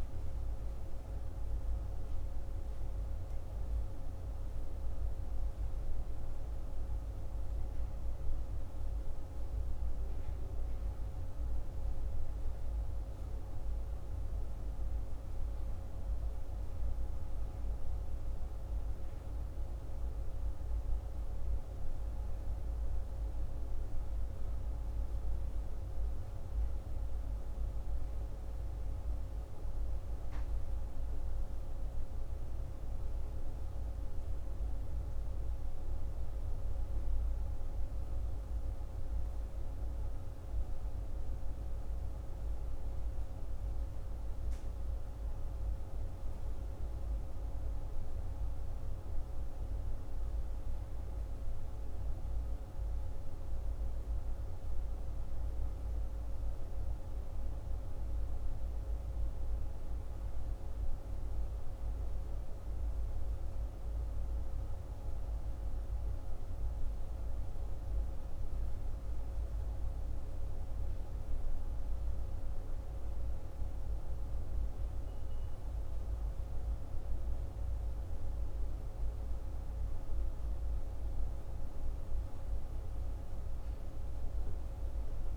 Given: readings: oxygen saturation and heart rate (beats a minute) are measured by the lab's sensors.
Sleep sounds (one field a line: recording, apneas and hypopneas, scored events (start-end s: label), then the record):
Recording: breathing in sleep, hard to hear, by a room microphone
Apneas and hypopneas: none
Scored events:
none scored
From the record:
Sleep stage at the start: N1 (lightest sleep)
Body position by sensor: on the left side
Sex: male